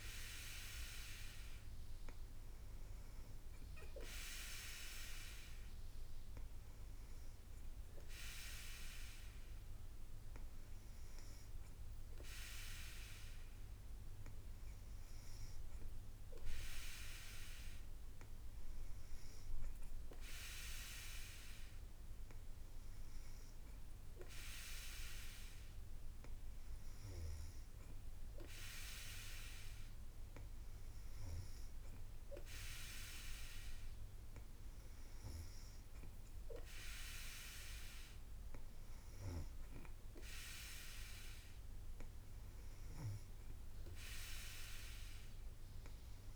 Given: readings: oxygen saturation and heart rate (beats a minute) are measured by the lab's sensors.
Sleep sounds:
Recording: breathing in sleep by a room microphone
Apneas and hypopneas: none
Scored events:
37.00-46.36 s: drop in pulse transit time (device-marked, heart rate 58 before, 58 extreme)
From the record:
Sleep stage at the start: N3 (deep sleep)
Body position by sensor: on the back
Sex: female

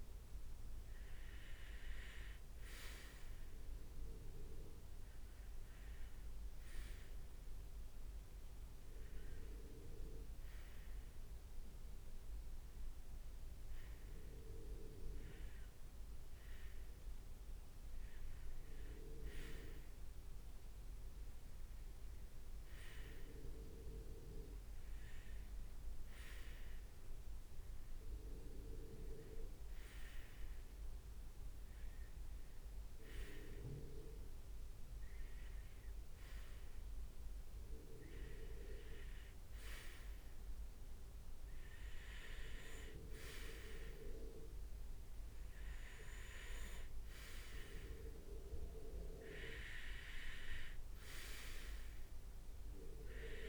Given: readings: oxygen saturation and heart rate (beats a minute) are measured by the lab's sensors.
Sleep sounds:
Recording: breathing in sleep by a room microphone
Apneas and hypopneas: none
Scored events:
none scored
From the record:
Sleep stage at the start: REM sleep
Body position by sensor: on the right side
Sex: male

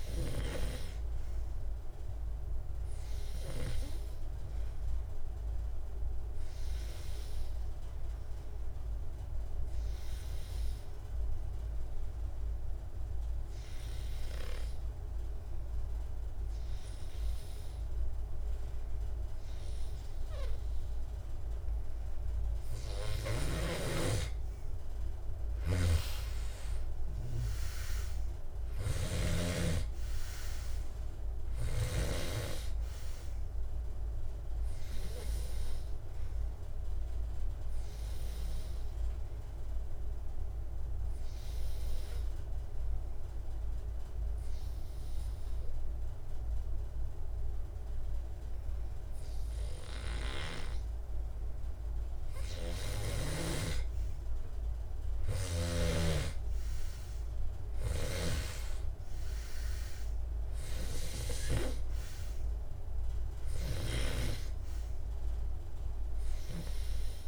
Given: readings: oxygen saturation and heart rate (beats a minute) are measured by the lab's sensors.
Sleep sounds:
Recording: breathing in sleep by a room microphone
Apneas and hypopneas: 2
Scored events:
7.00-23.50 s: obstructive apnea (oxygen 96% before, 90% lowest, heart rate 75 before, 70 extreme, up 6 after)
23.50-29.50 s: snoring (device-marked)
25.00-28.50 s: arousal
28.00-53.00 s: oxygen desaturation (device-marked, oxygen 98% before, 90% lowest, heart rate 71 before, 71 extreme)
38.00-53.00 s: obstructive apnea (oxygen 98% before, 90% lowest, heart rate 73 before, 71 extreme, up 6 after)
55.00-58.00 s: arousal
From the record:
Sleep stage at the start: N2 (light sleep)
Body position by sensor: on the back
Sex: male

